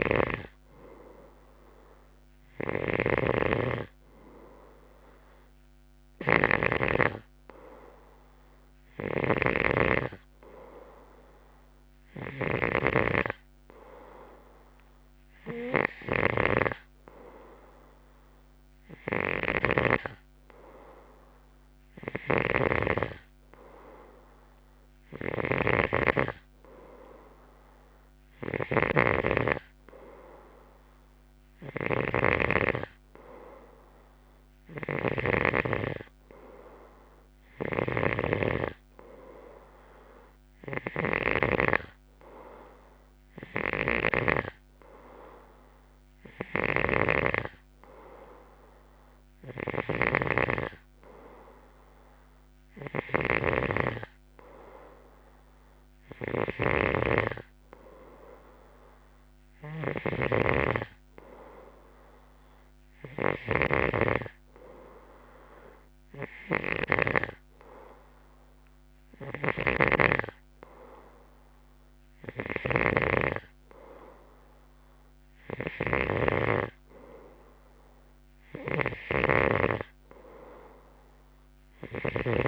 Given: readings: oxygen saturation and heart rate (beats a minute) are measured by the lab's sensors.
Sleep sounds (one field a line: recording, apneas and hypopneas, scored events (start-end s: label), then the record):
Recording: breathing in sleep by a microphone on the trachea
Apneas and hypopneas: none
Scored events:
0.00-7.00 s: snoring (device-marked)
9.00-35.50 s: snoring (device-marked)
37.50-41.50 s: snoring (device-marked)
43.50-82.48 s: snoring (device-marked)
From the record:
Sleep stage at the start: N2 (light sleep)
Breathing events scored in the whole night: 122 in 4.2 hours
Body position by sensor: on the left side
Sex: male